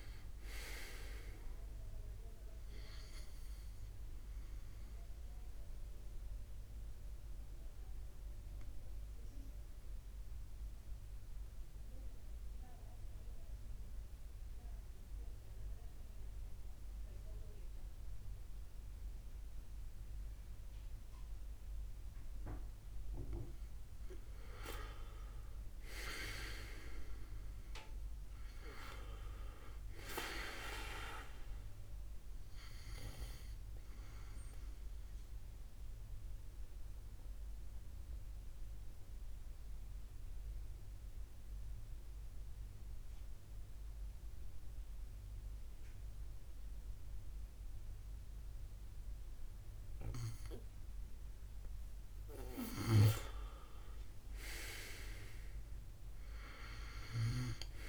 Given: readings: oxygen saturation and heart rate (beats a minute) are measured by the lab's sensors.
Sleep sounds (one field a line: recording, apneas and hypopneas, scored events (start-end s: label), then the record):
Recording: breathing in sleep by a room microphone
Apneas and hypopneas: 2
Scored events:
5.50-23.00 s: mixed apnea (oxygen 97% before, 91% lowest, heart rate 70 before, 64 extreme, up 4 after)
20.00-27.00 s: oxygen desaturation (device-marked, oxygen 95% before, 91% lowest, heart rate 70 before, 64 extreme)
25.00-29.00 s: arousal
35.00-51.00 s: mixed apnea (oxygen 97% before, 91% lowest, heart rate 69 before, 65 extreme, up 7 after)
43.00-57.00 s: oxygen desaturation (device-marked, oxygen 95% before, 91% lowest, heart rate 68 before, 66 extreme)
54.00-57.50 s: arousal
From the record:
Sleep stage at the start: N2 (light sleep)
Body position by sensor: on the back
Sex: male